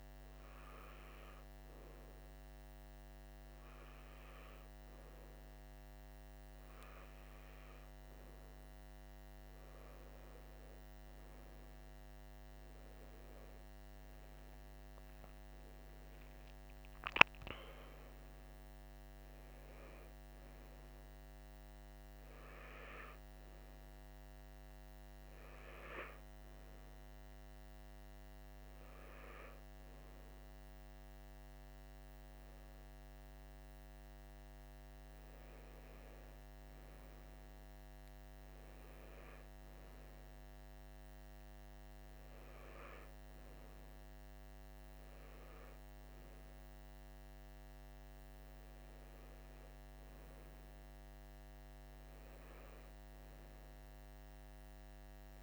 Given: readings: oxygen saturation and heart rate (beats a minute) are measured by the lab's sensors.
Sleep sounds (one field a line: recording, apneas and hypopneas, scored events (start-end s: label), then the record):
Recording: breathing in sleep, hard to hear, by a microphone on the trachea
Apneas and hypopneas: none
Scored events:
none scored
From the record:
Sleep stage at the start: N2 (light sleep)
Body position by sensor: on the right side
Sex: male